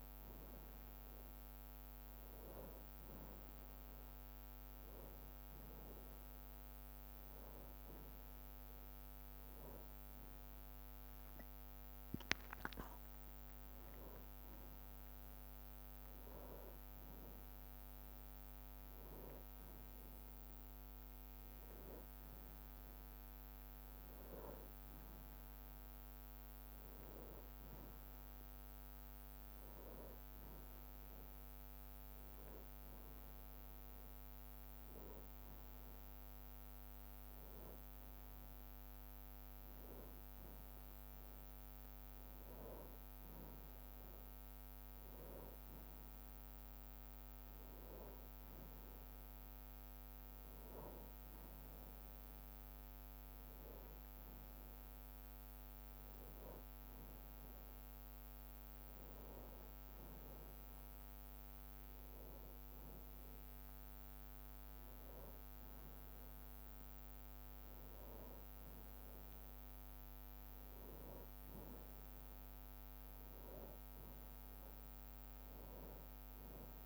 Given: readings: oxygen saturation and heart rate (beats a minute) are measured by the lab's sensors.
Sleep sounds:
a person awake in a sleep study, hard to hear, by a microphone on the trachea; none
27.50-29.50 s: long interval between heartbeats (device-marked, heart rate 63 before, 66 extreme)
68.00-75.00 s: bradycardia (device-marked, heart rate 63 before, 56 extreme)
From the record:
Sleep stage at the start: awake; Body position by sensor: on the back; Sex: male

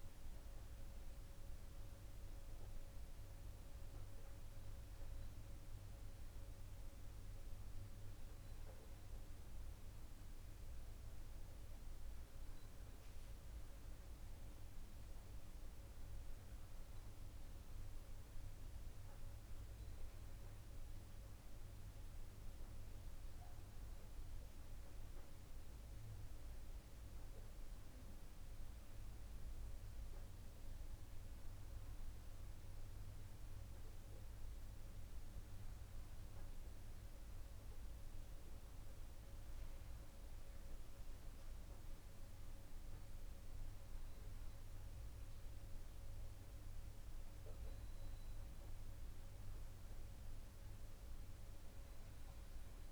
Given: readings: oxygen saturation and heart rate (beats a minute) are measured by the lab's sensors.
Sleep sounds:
a person awake in a sleep study, hard to hear, by a room microphone; none
none scored
From the record:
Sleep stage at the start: awake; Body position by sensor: on the right side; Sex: male

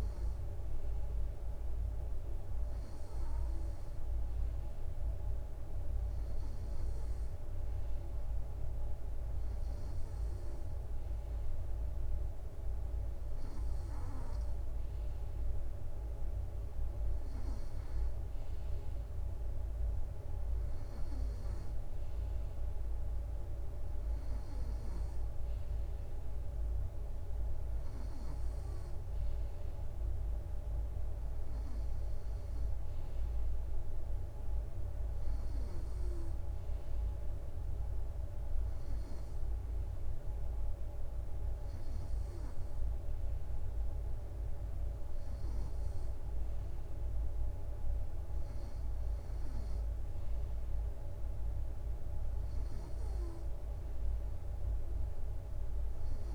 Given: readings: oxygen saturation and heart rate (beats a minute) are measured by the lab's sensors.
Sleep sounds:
breathing in sleep, hard to hear, by a room microphone; none
none scored
From the record:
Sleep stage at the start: N3 (deep sleep); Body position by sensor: on the right side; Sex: male

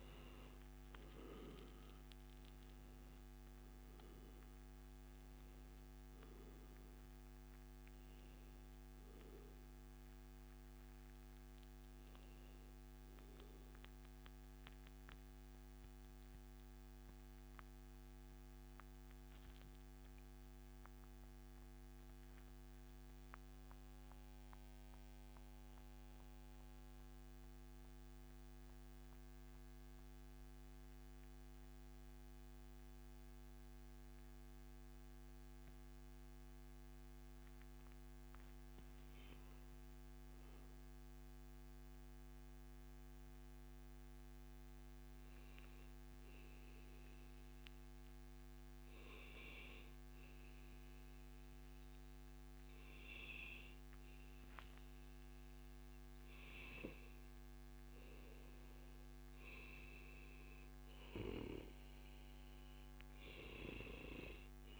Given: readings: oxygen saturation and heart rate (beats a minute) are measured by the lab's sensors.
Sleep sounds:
breathing in sleep by a microphone on the trachea; 2
0.00-7.50 s: oxygen desaturation (device-marked, oxygen 91% lowest, heart rate 103 extreme)
14.00-36.50 s: central apnea (oxygen 95% before, 92% lowest, heart rate 139 before, 97 extreme, up 17 after)
15.00-17.00 s: long interval between heartbeats (device-marked, heart rate 139 before, 125 extreme)
33.50-35.50 s: long interval between heartbeats (device-marked, heart rate 132 before, 106 extreme)
37.50-40.50 s: arousal
42.50-57.00 s: obstructive apnea (oxygen 99% before, 94% lowest, heart rate 126 before, 97 extreme, up 46 after)
45.50-47.50 s: long interval between heartbeats (device-marked, heart rate 122 before, 109 extreme)
48.00-50.00 s: long interval between heartbeats (device-marked, heart rate 119 before, 105 extreme)
50.50-52.50 s: long interval between heartbeats (device-marked, heart rate 113 before, 100 extreme)
60.50-63.50 s: arousal
From the record:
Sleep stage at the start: N2 (light sleep); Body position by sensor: on the back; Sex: male

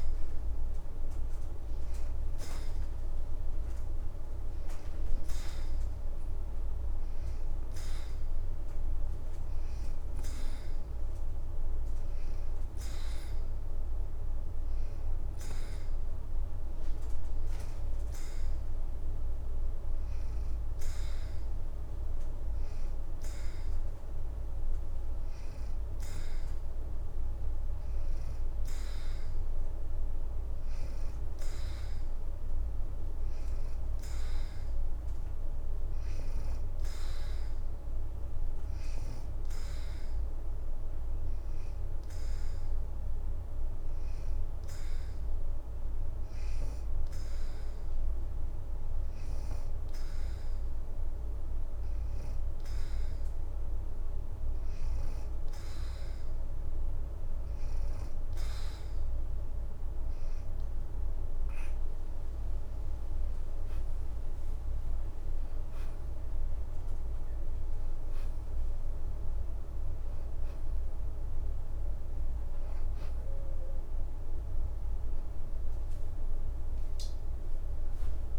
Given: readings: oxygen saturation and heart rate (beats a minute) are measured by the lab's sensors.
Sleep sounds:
breathing in sleep, hard to hear, by a room microphone; 1
40.00-59.50 s: hypopnea (oxygen 91% before, 87% lowest, heart rate 83 before, 79 extreme, up 9 after)
60.50-63.00 s: arousal
64.00-66.00 s: leg movement (device-marked)
From the record:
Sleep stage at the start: N2 (light sleep); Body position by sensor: on the back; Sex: female

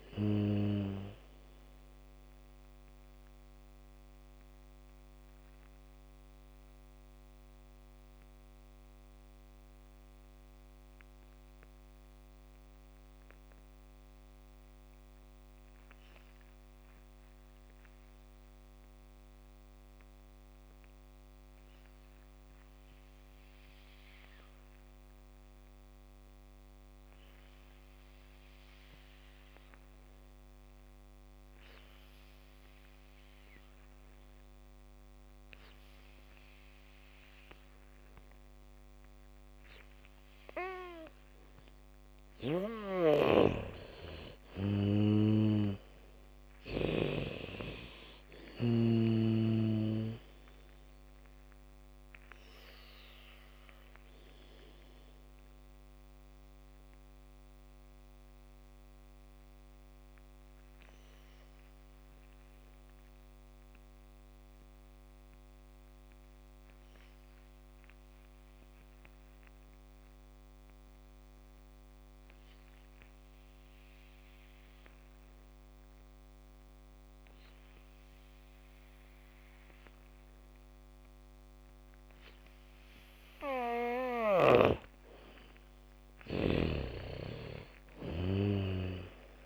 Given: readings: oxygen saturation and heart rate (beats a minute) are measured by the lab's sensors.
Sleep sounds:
breathing in sleep by a microphone on the trachea; 2
0.00-18.00 s: oxygen desaturation (device-marked, oxygen 76% lowest, heart rate 39 extreme)
3.00-43.00 s: mixed apnea (oxygen 99% before, 76% lowest, heart rate 59 before, 45 extreme, up 1 after)
31.00-68.00 s: oxygen desaturation (device-marked, oxygen 99% before, 80% lowest, heart rate 75 before, 45 extreme)
37.00-49.00 s: bradycardia (device-marked, heart rate 70 before, 45 extreme)
43.50-47.50 s: snoring (device-marked)
45.00-48.00 s: arousal
52.50-83.50 s: mixed apnea (oxygen 99% before, 80% lowest, heart rate 59 before, 45 extreme, up 1 after)
83.00-89.46 s: bradycardia (device-marked, heart rate 70 before, 45 extreme)
83.00-89.46 s: oxygen desaturation (device-marked, oxygen 98% before, 80% lowest, heart rate 73 before, 45 extreme)
87.00-89.46 s: arousal
From the record:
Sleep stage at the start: N2 (light sleep); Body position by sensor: on the back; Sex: female

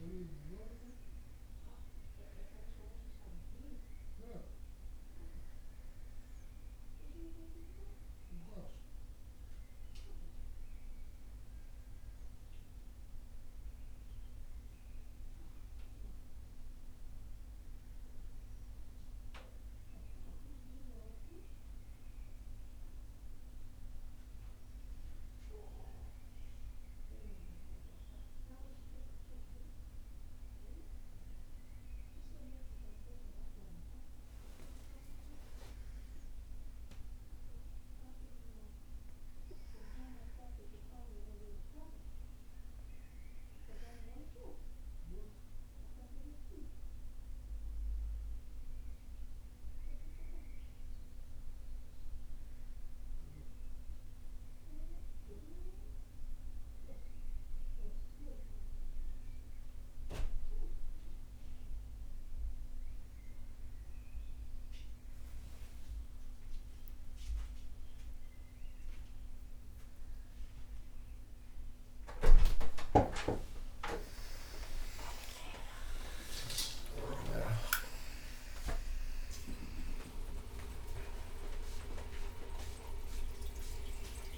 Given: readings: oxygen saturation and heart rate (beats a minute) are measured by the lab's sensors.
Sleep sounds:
breathing in sleep by a room microphone; none
0.00-1.50 s: arousal
68.00-84.38 s: new sleep stage, awake
From the record:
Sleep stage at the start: REM sleep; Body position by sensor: on the back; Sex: male

